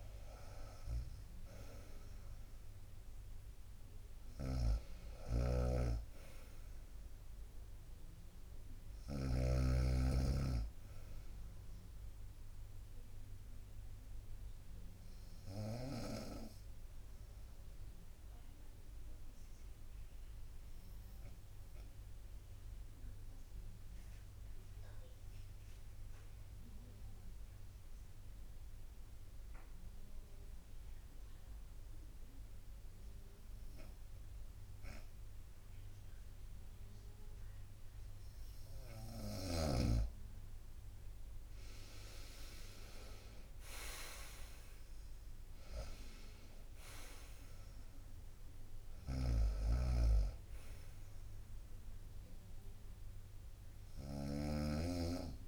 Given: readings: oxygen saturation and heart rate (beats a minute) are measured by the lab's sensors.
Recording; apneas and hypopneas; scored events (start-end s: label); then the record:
breathing in sleep by a room microphone; 1
0.00-7.50 s: drop in pulse transit time (device-marked, heart rate 65 extreme)
4.00-9.50 s: snoring (device-marked)
15.50-39.00 s: mixed apnea (oxygen 95% before, 89% lowest, heart rate 65 before, 60 extreme, up 10 after)
41.00-44.50 s: arousal
44.50-55.48 s: drop in pulse transit time (device-marked, heart rate 61 before, 67 extreme)
44.50-55.48 s: oxygen desaturation (device-marked, oxygen 96% before, 89% lowest, heart rate 61 before, 61 extreme)
49.00-54.50 s: snoring (device-marked)
From the record:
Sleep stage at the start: N2 (light sleep); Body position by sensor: on the right side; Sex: female